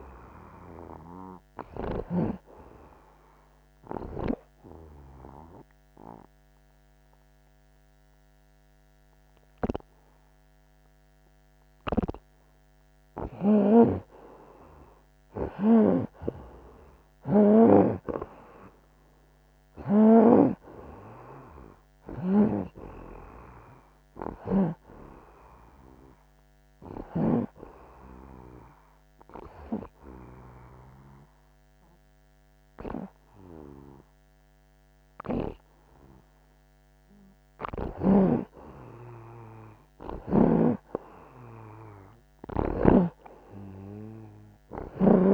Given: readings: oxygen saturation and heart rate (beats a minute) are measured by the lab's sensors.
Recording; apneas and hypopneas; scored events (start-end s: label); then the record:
breathing in sleep by a microphone on the trachea; 1
0.00-2.50 s: snoring (device-marked)
1.00-13.00 s: oxygen desaturation (device-marked, oxygen 91% before, 87% lowest)
4.50-14.50 s: obstructive apnea (oxygen 93% before, 84% lowest)
12.00-20.50 s: snoring (device-marked)
17.50-22.00 s: arousal
22.50-27.50 s: snoring (device-marked)
26.00-36.00 s: oxygen desaturation (device-marked, oxygen 91% before, 84% lowest)
43.00-45.33 s: arousal
From the record:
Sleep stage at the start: N2 (light sleep); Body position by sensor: on the back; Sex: male